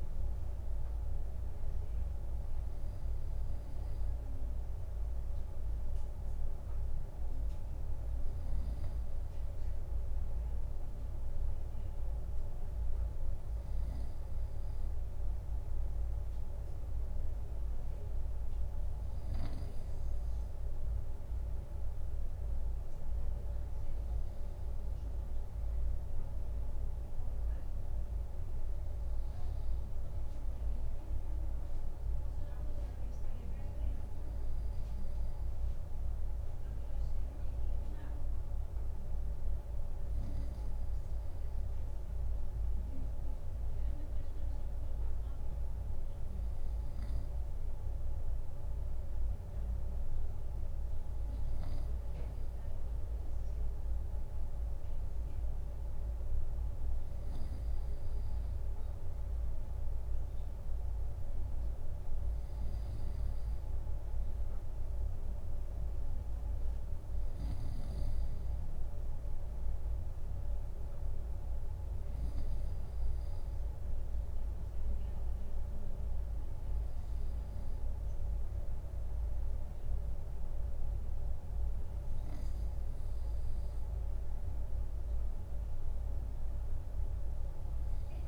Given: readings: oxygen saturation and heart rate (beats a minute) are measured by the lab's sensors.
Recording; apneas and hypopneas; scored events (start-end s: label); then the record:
breathing in sleep, hard to hear, by a room microphone; none
none scored
From the record:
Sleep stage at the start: N2 (light sleep); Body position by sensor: on the right side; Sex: male